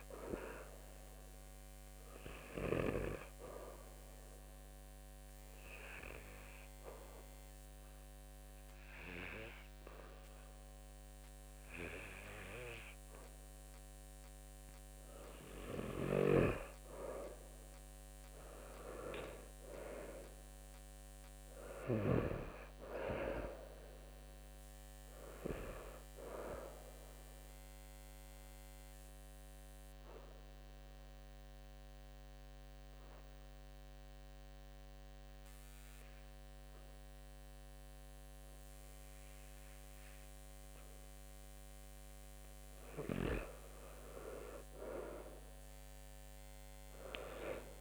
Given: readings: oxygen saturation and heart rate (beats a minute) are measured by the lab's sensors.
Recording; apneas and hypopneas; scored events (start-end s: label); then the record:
breathing in sleep by a microphone on the trachea; 2
3.50-14.50 s: obstructive apnea (oxygen 95% before, 92% lowest, heart rate 73 before, 68 extreme, up 7 after)
17.00-19.50 s: arousal
27.00-42.00 s: obstructive apnea (oxygen 95% before, 90% lowest, heart rate 74 before, 70 extreme, up 5 after)
45.50-47.81 s: arousal
From the record:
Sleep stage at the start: N2 (light sleep); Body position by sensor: on the back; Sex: male